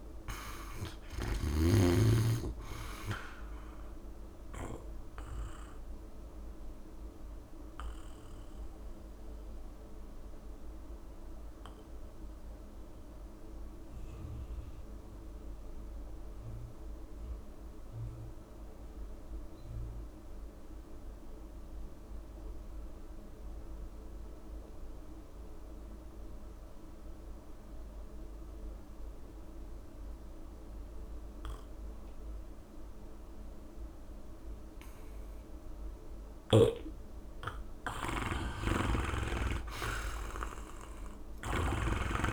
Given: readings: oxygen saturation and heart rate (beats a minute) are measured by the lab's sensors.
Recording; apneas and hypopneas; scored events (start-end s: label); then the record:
breathing in sleep by a room microphone; 1
0.00-21.50 s: oxygen desaturation (device-marked, oxygen 81% lowest, heart rate 25 extreme)
6.50-37.00 s: mixed apnea (oxygen 97% before, 81% lowest, heart rate 56 before, 46 extreme, up 2 after)
31.50-42.33 s: oxygen desaturation (device-marked, oxygen 99% before, 81% lowest, heart rate 68 before, 46 extreme)
39.00-41.00 s: long interval between heartbeats (device-marked, heart rate 68 before, 70 extreme)
39.50-42.33 s: arousal
From the record:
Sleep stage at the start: N2 (light sleep); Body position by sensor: on the back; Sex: male